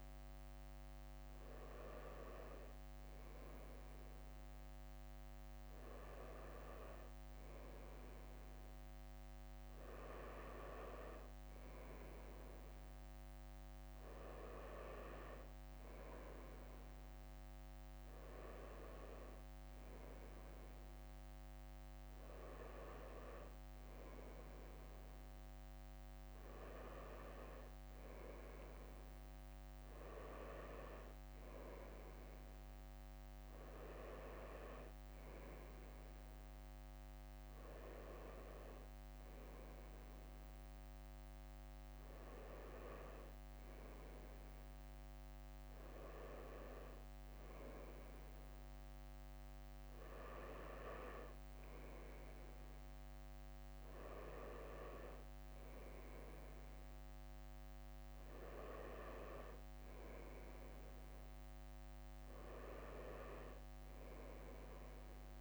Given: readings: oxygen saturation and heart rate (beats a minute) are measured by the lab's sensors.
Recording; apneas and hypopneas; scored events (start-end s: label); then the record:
breathing in sleep by a microphone on the trachea; none
6.00-9.50 s: leg movement (device-marked)
25.50-29.50 s: leg movement (device-marked)
32.50-34.00 s: leg movement (device-marked)
35.50-39.00 s: leg movement (device-marked)
62.50-65.41 s: leg movement (device-marked)
From the record:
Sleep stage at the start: N2 (light sleep); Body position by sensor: on the right side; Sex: male